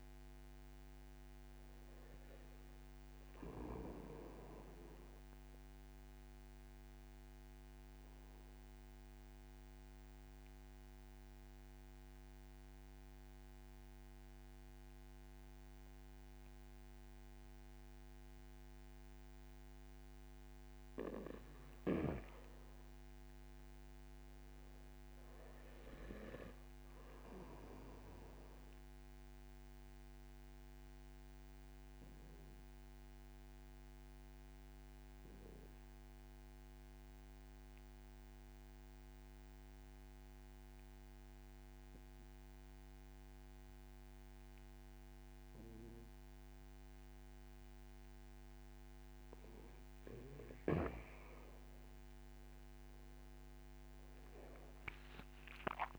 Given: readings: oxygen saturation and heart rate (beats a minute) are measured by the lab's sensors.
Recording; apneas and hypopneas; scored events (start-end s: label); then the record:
breathing in sleep by a microphone on the trachea; 2
0.00-16.50 s: oxygen desaturation (device-marked, oxygen 88% lowest)
7.00-21.00 s: obstructive apnea (oxygen 94% before, 88% lowest, heart rate 52 before, 36 extreme, up 30 after)
22.50-25.50 s: arousal
27.50-44.50 s: oxygen desaturation (device-marked, oxygen 96% before, 91% lowest)
32.00-48.50 s: obstructive apnea (oxygen 96% before, 88% lowest)
51.50-55.98 s: oxygen desaturation (device-marked, oxygen 95% before, 88% lowest)
52.50-55.98 s: arousal
From the record:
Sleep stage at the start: N2 (light sleep); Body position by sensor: on the back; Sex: male